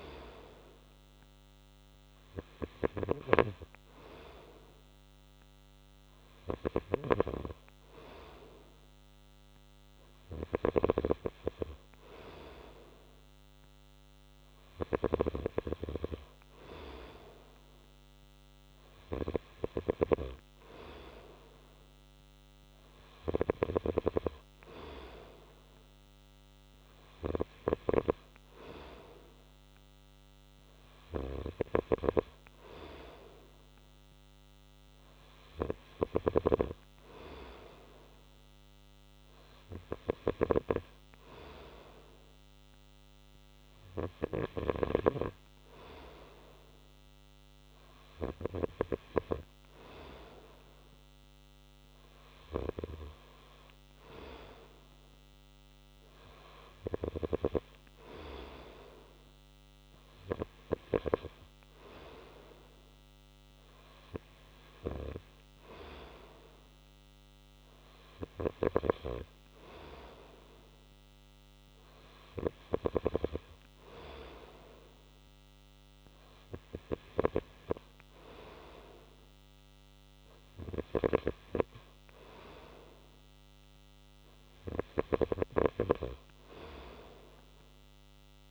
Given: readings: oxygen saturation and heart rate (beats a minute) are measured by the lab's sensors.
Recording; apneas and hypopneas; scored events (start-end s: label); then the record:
breathing in sleep by a microphone on the trachea; none
none scored
From the record:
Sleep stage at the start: N2 (light sleep); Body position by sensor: on the right side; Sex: male